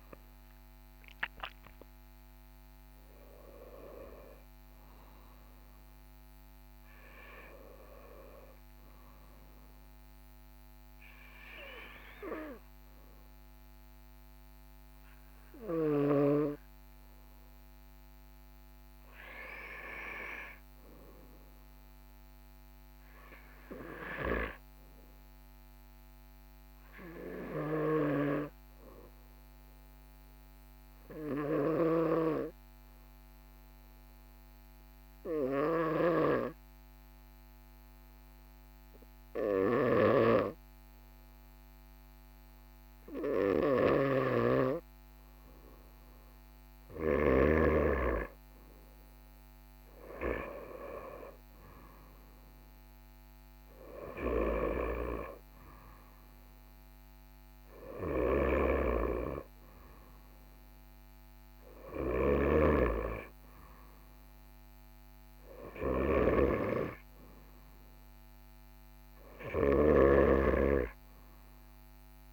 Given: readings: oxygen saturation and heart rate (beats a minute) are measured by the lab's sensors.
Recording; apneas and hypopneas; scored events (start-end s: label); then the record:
breathing in sleep by a microphone on the trachea; 1
28.50-45.50 s: obstructive apnea (oxygen 98% before, 95% lowest, heart rate 43 before, 42 extreme, up 1 after)
47.00-50.00 s: arousal
66.00-70.00 s: snoring (device-marked)
From the record:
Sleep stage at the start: N2 (light sleep); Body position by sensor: on the right side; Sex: male